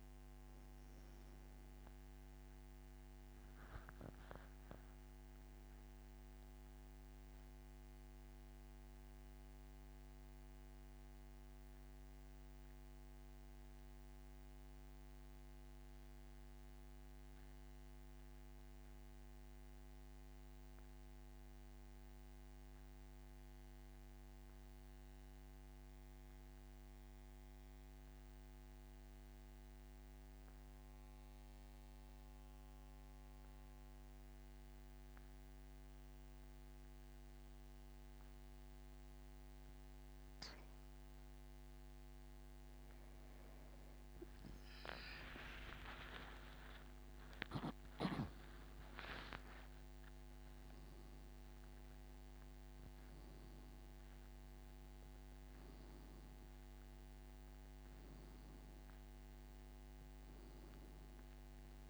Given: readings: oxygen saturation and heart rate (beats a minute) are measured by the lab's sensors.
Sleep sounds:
breathing in sleep, hard to hear, by a microphone on the trachea; 1
0.00-43.50 s: oxygen desaturation (device-marked, oxygen 88% lowest, heart rate 58 extreme)
9.50-40.50 s: central apnea (oxygen 98% before, 88% lowest, heart rate 81 before, 67 extreme, up 29 after)
45.50-49.00 s: arousal
From the record:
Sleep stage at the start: N2 (light sleep); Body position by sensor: on the back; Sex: male

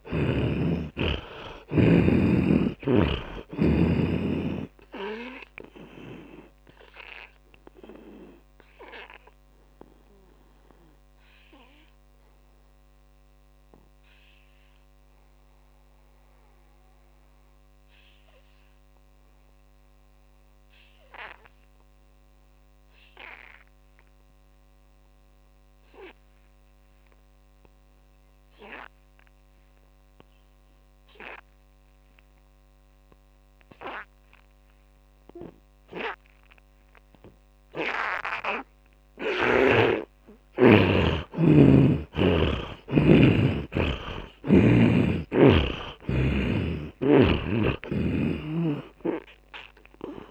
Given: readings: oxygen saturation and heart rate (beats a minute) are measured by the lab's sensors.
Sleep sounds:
breathing in sleep by a microphone on the trachea; 1
0.00-1.50 s: arousal
0.00-2.50 s: snoring (device-marked)
0.00-27.00 s: oxygen desaturation (device-marked, oxygen 79% lowest)
6.50-39.00 s: obstructive apnea (oxygen 100% before, 77% lowest, heart rate 87 before, 39 extreme)
12.00-40.00 s: tachycardia (device-marked)
29.00-50.31 s: oxygen desaturation (device-marked, oxygen 100% before, 77% lowest, heart rate 128 before, 39 extreme)
42.00-46.00 s: arousal
From the record:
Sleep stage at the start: N2 (light sleep); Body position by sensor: on the back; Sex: male

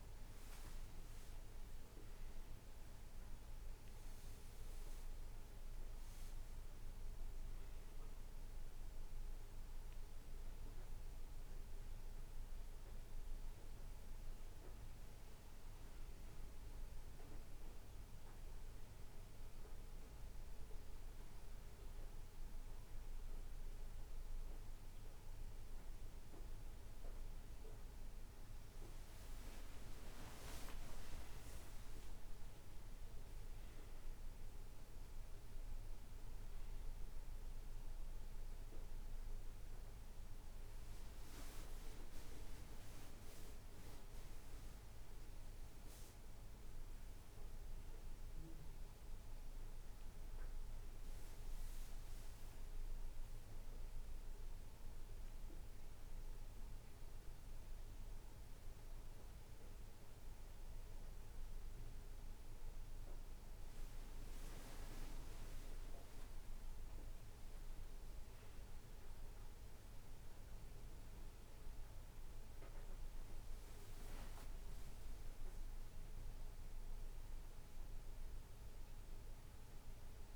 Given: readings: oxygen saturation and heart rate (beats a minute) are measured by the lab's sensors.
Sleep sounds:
breathing in sleep, hard to hear, by a room microphone; none
none scored
From the record:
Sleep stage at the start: N1 (lightest sleep); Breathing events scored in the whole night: 54 in 5.5 hours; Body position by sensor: on the back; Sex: male

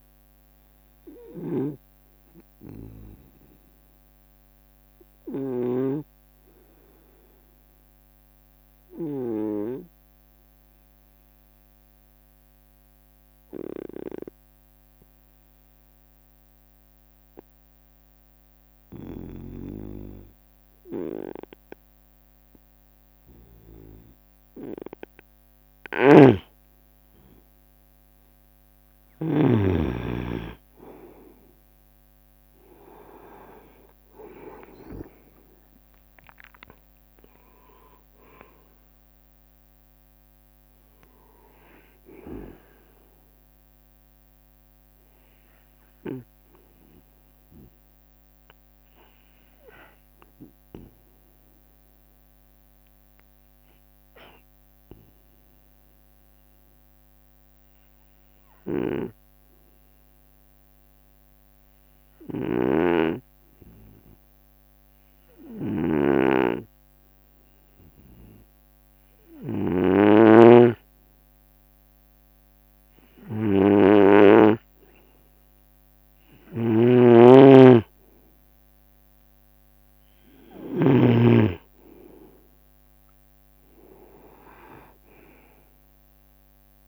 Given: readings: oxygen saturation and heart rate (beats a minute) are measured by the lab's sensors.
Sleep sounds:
breathing in sleep by a microphone on the trachea; 2
0.00-10.50 s: oxygen desaturation (device-marked, oxygen 91% lowest, heart rate 69 extreme)
2.00-10.00 s: snoring (device-marked)
2.00-25.50 s: obstructive apnea (oxygen 96% before, 91% lowest, heart rate 75 before, 70 extreme, up 3 after)
18.50-21.50 s: leg movement (device-marked)
26.50-30.00 s: snoring (device-marked)
29.00-33.00 s: arousal
32.50-53.50 s: oxygen desaturation (device-marked, oxygen 97% before, 91% lowest, heart rate 72 before, 69 extreme)
52.50-71.00 s: obstructive apnea (oxygen 97% before, 92% lowest, heart rate 74 before, 69 extreme, up 4 after)
59.00-81.50 s: snoring (device-marked)
68.00-70.00 s: leg movement (device-marked)
72.00-74.50 s: leg movement (device-marked)
73.50-78.50 s: arousal
73.50-86.88 s: oxygen desaturation (device-marked, oxygen 98% before, 93% lowest, heart rate 71 before, 70 extreme)
75.50-79.00 s: leg movement (device-marked)
80.00-83.50 s: leg movement (device-marked)
84.50-86.88 s: leg movement (device-marked)
From the record:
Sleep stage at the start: N2 (light sleep); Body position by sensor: on the right side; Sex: male

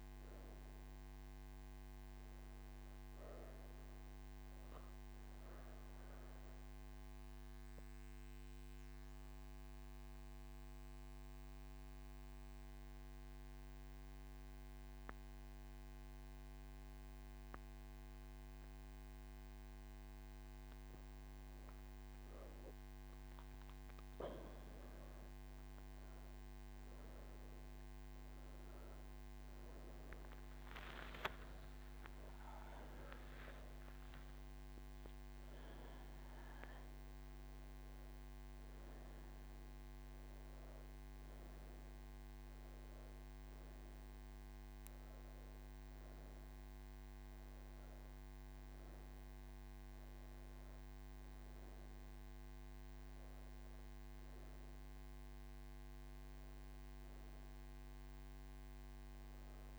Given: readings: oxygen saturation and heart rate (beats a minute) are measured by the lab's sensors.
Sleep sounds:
breathing in sleep, hard to hear, by a microphone on the trachea; 1
2.00-18.00 s: oxygen desaturation (device-marked, oxygen 96% before, 92% lowest)
7.50-21.00 s: obstructive apnea (oxygen 96% before, 92% lowest)
From the record:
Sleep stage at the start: N2 (light sleep); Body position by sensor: on the right side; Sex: female

